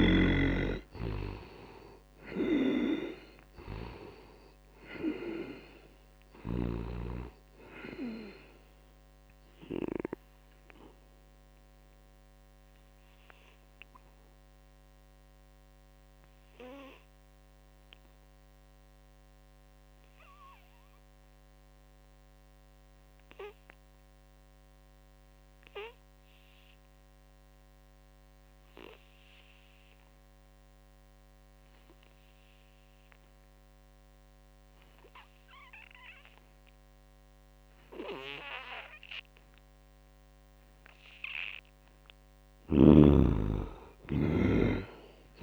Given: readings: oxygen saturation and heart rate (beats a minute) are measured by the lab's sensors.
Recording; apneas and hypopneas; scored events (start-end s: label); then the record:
breathing in sleep by a microphone on the trachea; 1
0.00-6.50 s: snoring (device-marked)
0.00-19.00 s: oxygen desaturation (device-marked, oxygen 70% lowest, heart rate 58 extreme)
10.00-41.00 s: obstructive apnea (oxygen 97% before, 70% lowest, heart rate 69 before, 59 extreme, up 2 after)
32.00-45.43 s: oxygen desaturation (device-marked, oxygen 99% before, 71% lowest, heart rate 79 before, 59 extreme)
43.00-45.43 s: arousal
From the record:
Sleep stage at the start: N2 (light sleep); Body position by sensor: on the back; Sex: male